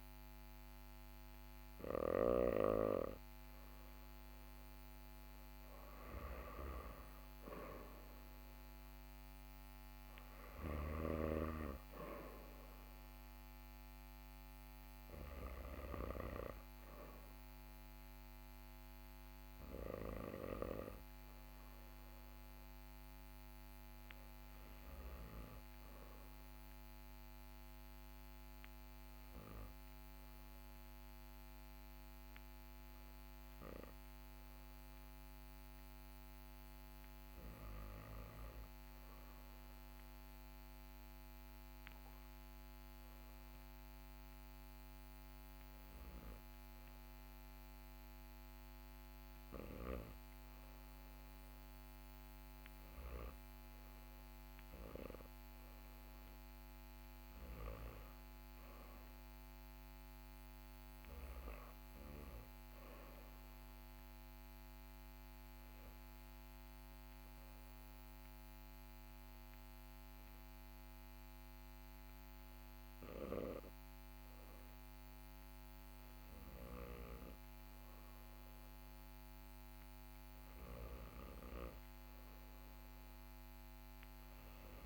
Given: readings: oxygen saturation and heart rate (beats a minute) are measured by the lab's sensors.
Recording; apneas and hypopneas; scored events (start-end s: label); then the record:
breathing in sleep by a microphone on the trachea; 2
0.00-1.50 s: snoring (device-marked)
0.00-14.50 s: oxygen desaturation (device-marked, oxygen 91% lowest, heart rate 42 extreme)
9.50-19.50 s: snoring (device-marked)
28.50-49.50 s: hypopnea (oxygen 93% before, 88% lowest, heart rate 45 before, 42 extreme, up 1 after)
36.50-64.50 s: oxygen desaturation (device-marked, oxygen 92% before, 88% lowest, heart rate 44 before, 41 extreme)
54.00-59.00 s: arousal
65.00-78.50 s: hypopnea (oxygen 94% before, 92% lowest, heart rate 43 before, 41 extreme, up 0 after)
80.50-84.50 s: arousal
From the record:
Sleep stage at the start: REM sleep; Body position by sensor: on the back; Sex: male